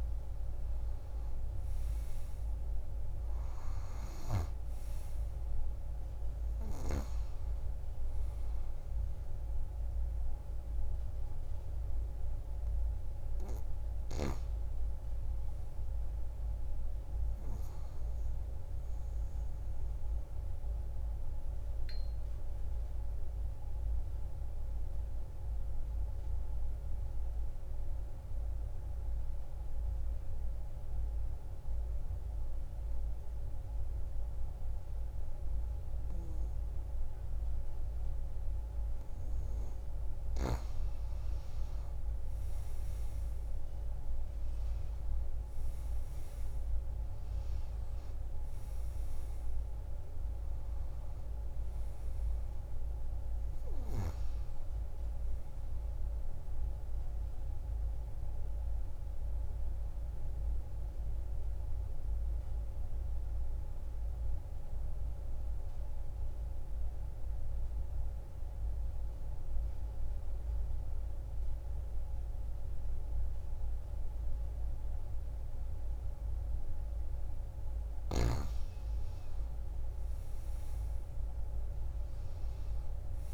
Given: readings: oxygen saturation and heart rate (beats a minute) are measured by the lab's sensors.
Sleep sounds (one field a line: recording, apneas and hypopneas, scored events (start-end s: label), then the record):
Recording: breathing in sleep, hard to hear, by a room microphone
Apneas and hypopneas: 2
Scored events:
3.00-21.00 s: oxygen desaturation (device-marked, oxygen 97% before, 92% lowest)
13.00-16.50 s: arousal
19.00-39.50 s: obstructive apnea (oxygen 97% before, 89% lowest)
39.00-68.00 s: oxygen desaturation (device-marked, oxygen 97% before, 89% lowest)
41.50-44.50 s: arousal
57.50-78.00 s: obstructive apnea (oxygen 97% before, 86% lowest)
80.00-83.34 s: arousal
81.00-83.34 s: oxygen desaturation (device-marked, oxygen 98% before, 90% lowest)
From the record:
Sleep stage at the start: N2 (light sleep)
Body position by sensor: on the back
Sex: female